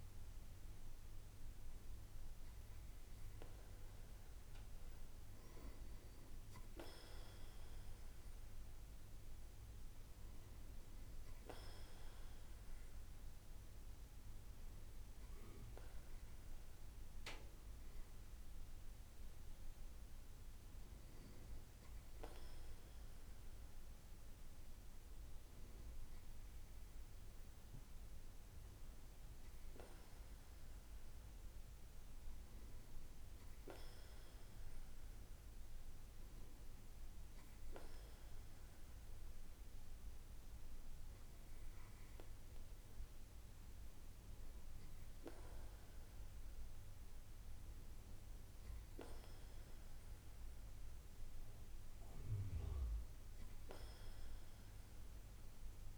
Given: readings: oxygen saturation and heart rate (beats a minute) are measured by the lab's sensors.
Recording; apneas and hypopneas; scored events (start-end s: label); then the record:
breathing in sleep by a room microphone; none
none scored
From the record:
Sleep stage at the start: REM sleep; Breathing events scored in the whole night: 286 in 8.8 hours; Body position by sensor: on the right side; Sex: male